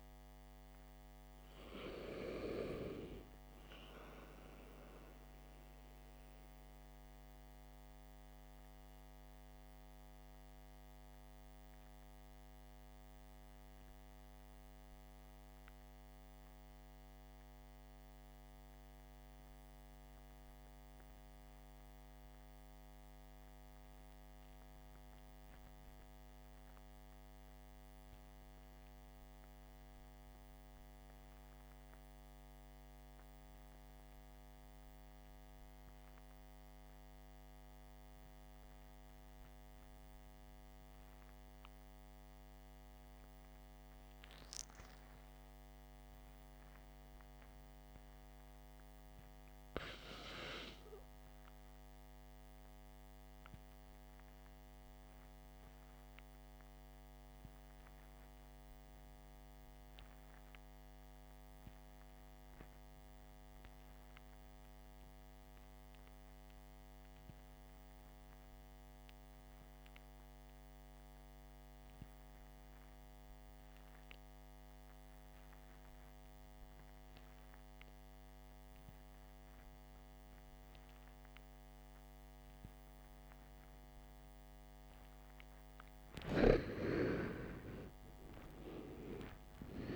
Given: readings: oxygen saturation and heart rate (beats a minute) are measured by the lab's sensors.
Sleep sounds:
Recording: breathing in sleep by a microphone on the trachea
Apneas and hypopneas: 1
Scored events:
0.00-11.00 s: oxygen desaturation (device-marked, oxygen 78% lowest, heart rate 56 extreme)
7.50-85.50 s: obstructive apnea (oxygen 85% before, 73% lowest, heart rate 77 before, 56 extreme, up 15 after)
31.00-81.00 s: oxygen desaturation (device-marked, oxygen 97% before, 81% lowest, heart rate 64 before, 58 extreme)
87.50-89.96 s: arousal
From the record:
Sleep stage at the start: REM sleep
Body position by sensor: on the back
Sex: male

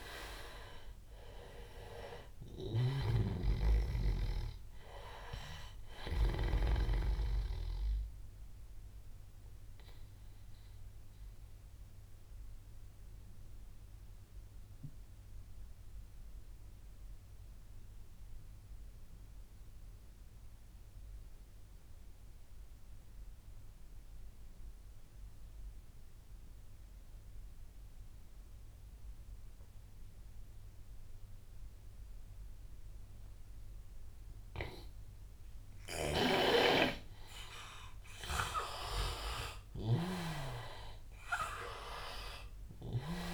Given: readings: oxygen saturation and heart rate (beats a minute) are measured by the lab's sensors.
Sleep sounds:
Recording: breathing in sleep by a room microphone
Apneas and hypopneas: 1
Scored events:
0.00-13.50 s: oxygen desaturation (device-marked, oxygen 88% lowest, heart rate 79 extreme)
9.00-38.00 s: obstructive apnea (oxygen 99% before, 86% lowest, heart rate 86 before, 79 extreme, up 11 after)
36.00-40.00 s: snoring (device-marked)
40.50-43.34 s: oxygen desaturation (device-marked, oxygen 98% before, 87% lowest, heart rate 83 before, 76 extreme)
From the record:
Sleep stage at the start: N2 (light sleep)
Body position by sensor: on the back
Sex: male

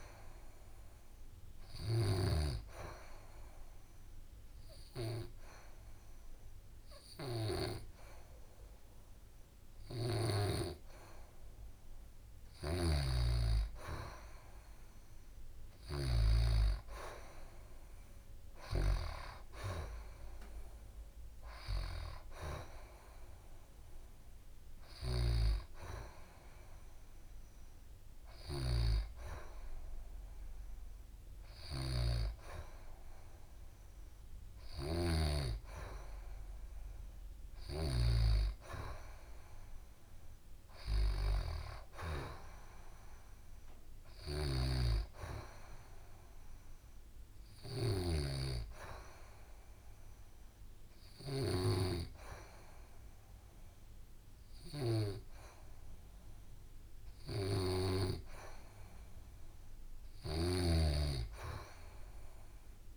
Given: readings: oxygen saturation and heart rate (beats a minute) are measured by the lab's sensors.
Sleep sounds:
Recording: breathing in sleep by a room microphone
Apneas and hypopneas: 2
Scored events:
0.00-16.00 s: oxygen desaturation (device-marked, oxygen 91% lowest, heart rate 64 extreme)
2.50-13.00 s: obstructive apnea (oxygen 95% before, 89% lowest, heart rate 66 before, 64 extreme, up 2 after)
12.00-18.50 s: snoring (device-marked)
17.00-21.50 s: arousal
24.00-42.00 s: oxygen desaturation (device-marked, oxygen 94% before, 89% lowest, heart rate 70 before, 64 extreme)
31.00-37.50 s: snoring (device-marked)
42.00-44.50 s: arousal
43.50-51.00 s: snoring (device-marked)
48.00-58.50 s: hypopnea (oxygen 94% before, 89% lowest, heart rate 66 before, 67 extreme, up 6 after)
59.50-62.97 s: snoring (device-marked)
61.00-62.97 s: arousal
From the record:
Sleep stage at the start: N2 (light sleep)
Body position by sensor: on the back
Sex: female

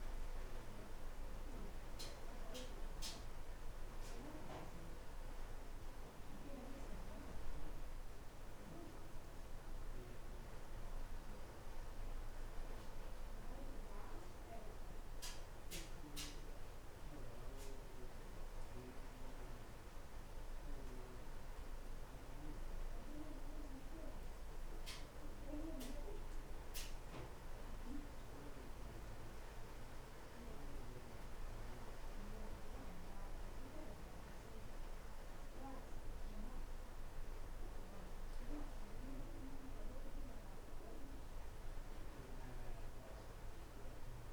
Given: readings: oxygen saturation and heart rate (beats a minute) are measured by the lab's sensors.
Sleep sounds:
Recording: breathing in sleep by a room microphone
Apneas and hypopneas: none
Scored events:
none scored
From the record:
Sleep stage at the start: N1 (lightest sleep)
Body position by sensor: on the right side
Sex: male

